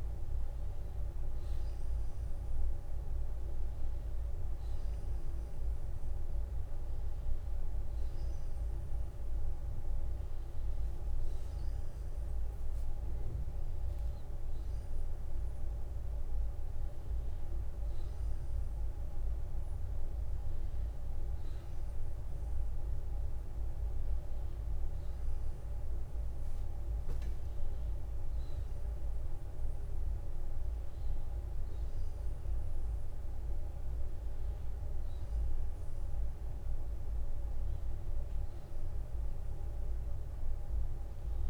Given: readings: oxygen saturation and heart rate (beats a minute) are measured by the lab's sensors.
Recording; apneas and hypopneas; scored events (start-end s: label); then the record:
breathing in sleep, hard to hear, by a room microphone; none
0.00-2.00 s: oxygen desaturation (device-marked, oxygen 90% lowest, heart rate 47 extreme)
10.00-41.50 s: new sleep stage, N2 (light sleep)
11.00-13.00 s: long interval between heartbeats (device-marked, heart rate 61 before, 64 extreme)
From the record:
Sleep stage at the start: N1 (lightest sleep); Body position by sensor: on the back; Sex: male